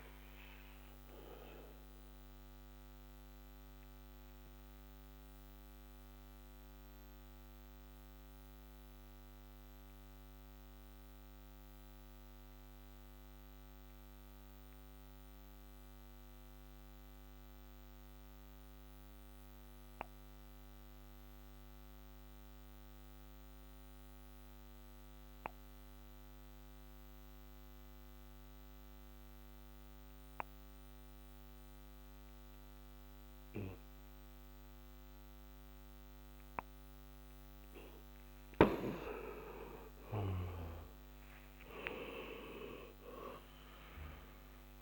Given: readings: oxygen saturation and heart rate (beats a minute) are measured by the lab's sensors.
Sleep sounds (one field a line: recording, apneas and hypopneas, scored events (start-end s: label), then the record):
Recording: breathing in sleep by a microphone on the trachea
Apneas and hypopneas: 1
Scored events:
0.00-21.00 s: oxygen desaturation (device-marked, oxygen 88% lowest, heart rate 55 extreme)
2.00-37.50 s: obstructive apnea (oxygen 98% before, 88% lowest, heart rate 70 before, 55 extreme, up 20 after)
39.00-44.82 s: arousal
40.00-44.82 s: oxygen desaturation (device-marked, oxygen 97% before, 90% lowest, heart rate 61 before, 54 extreme)
From the record:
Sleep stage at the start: N2 (light sleep)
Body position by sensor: on the back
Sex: male